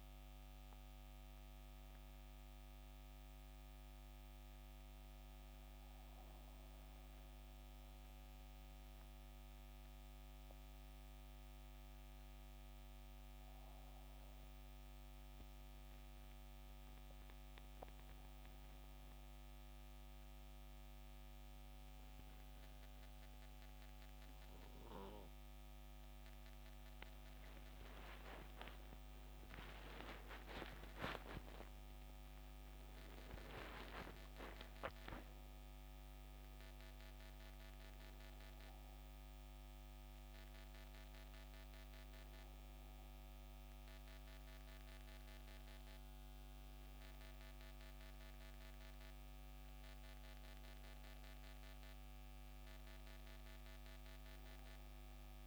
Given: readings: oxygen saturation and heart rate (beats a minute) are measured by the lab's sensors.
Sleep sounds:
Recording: breathing in sleep by a microphone on the trachea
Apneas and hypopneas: 1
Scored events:
0.00-5.50 s: oxygen desaturation (device-marked, oxygen 87% lowest, heart rate 66 extreme)
5.00-24.00 s: hypopnea (oxygen 92% before, 88% lowest, heart rate 76 before, 66 extreme, up 12 after)
27.50-33.50 s: arousal
27.50-55.47 s: oxygen desaturation (device-marked, oxygen 96% before, 88% lowest, heart rate 67 before, 64 extreme)
From the record:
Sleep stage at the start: N2 (light sleep)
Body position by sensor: on the back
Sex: male

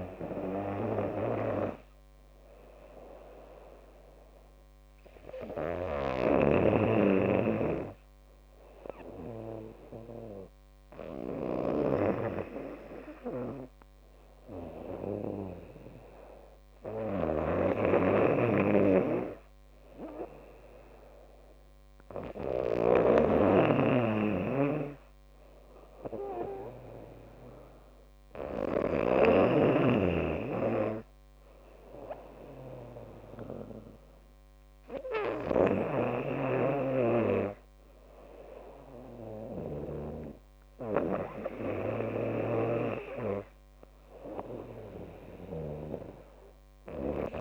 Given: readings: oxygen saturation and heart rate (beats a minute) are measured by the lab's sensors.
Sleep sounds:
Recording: breathing in sleep by a microphone on the trachea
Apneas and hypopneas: none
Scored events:
18.00-30.00 s: snoring (device-marked)
42.50-47.41 s: snoring (device-marked)
From the record:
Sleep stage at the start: N2 (light sleep)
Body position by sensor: on the back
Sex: female

